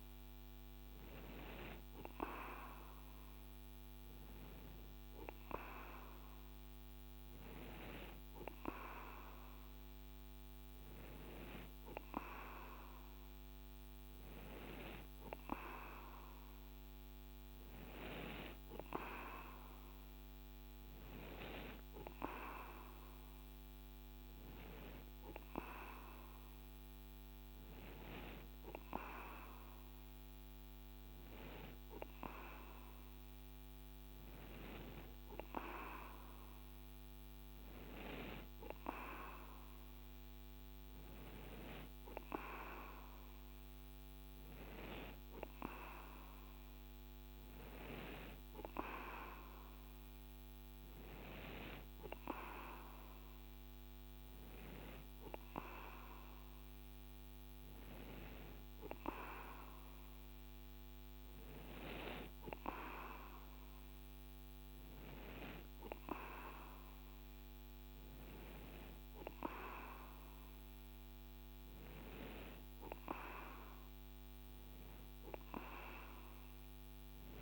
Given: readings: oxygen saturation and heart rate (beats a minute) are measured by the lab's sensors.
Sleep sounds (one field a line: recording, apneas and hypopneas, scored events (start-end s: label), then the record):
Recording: breathing in sleep by a microphone on the trachea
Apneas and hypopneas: none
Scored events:
none scored
From the record:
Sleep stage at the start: N2 (light sleep)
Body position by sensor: on the right side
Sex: male